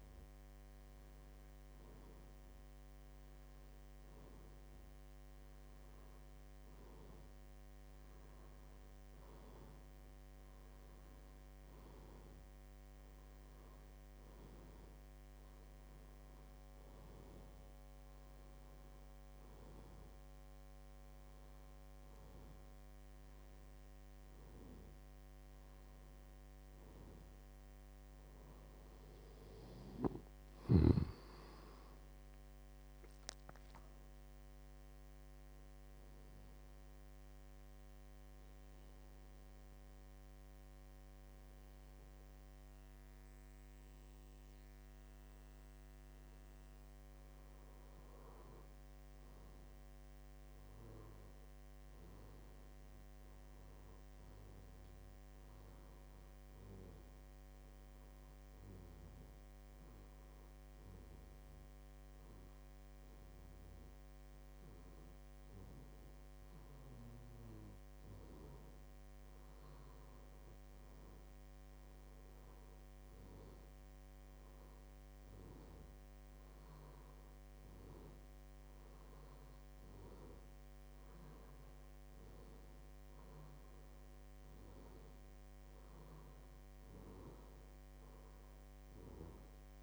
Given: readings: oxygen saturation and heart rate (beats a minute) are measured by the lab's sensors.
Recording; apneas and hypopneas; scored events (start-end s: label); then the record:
breathing in sleep, hard to hear, by a microphone on the trachea; none
30.00-33.50 s: arousal
From the record:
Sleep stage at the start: N2 (light sleep); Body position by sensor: on the back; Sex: male